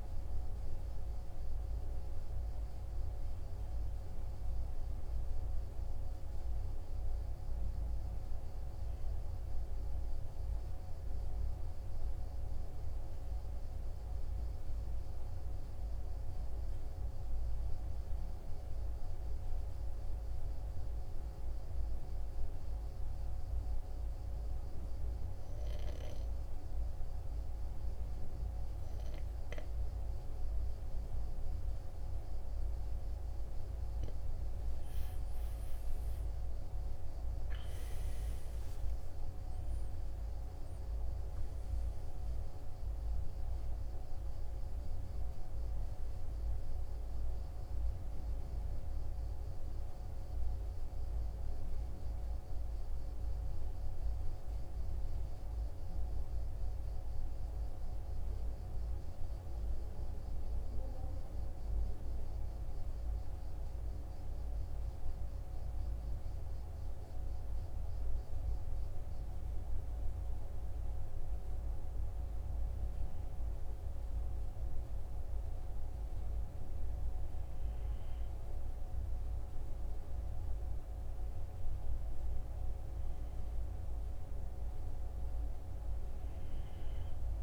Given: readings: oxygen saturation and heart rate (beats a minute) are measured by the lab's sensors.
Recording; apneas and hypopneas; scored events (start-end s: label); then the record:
breathing in sleep, hard to hear, by a room microphone; 2
10.00-33.00 s: obstructive apnea (oxygen 95% before, 91% lowest, heart rate 49 before, 45 extreme, up 4 after)
35.00-39.00 s: arousal
38.00-67.00 s: oxygen desaturation (device-marked, oxygen 96% before, 91% lowest, heart rate 47 before, 45 extreme)
56.50-75.00 s: hypopnea (oxygen 97% before, 91% lowest, heart rate 49 before, 45 extreme, up 4 after)
78.50-83.00 s: arousal
From the record:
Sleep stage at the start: N2 (light sleep); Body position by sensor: on the right side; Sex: male